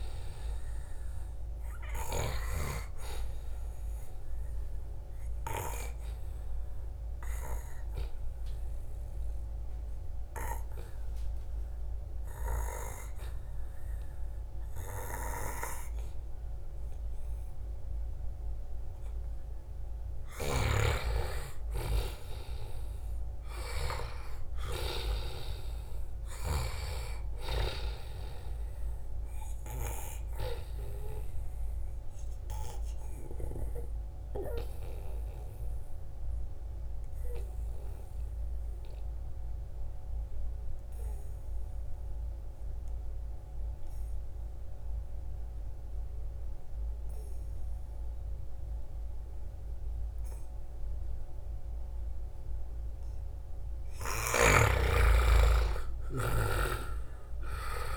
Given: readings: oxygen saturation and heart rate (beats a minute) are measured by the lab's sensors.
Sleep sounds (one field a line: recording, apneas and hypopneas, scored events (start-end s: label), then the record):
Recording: breathing in sleep by a room microphone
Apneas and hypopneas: 2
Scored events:
6.00-20.00 s: obstructive apnea (oxygen 94% before, 88% lowest, heart rate 80 before, 75 extreme, up 4 after)
21.00-26.50 s: arousal
29.50-53.00 s: obstructive apnea (oxygen 93% before, 88% lowest, heart rate 79 before, 72 extreme, up 2 after)
53.00-57.97 s: oxygen desaturation (device-marked, oxygen 95% before, 88% lowest, heart rate 77 before, 69 extreme)
54.00-57.97 s: arousal
From the record:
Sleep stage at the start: N2 (light sleep)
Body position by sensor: on the right side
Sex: male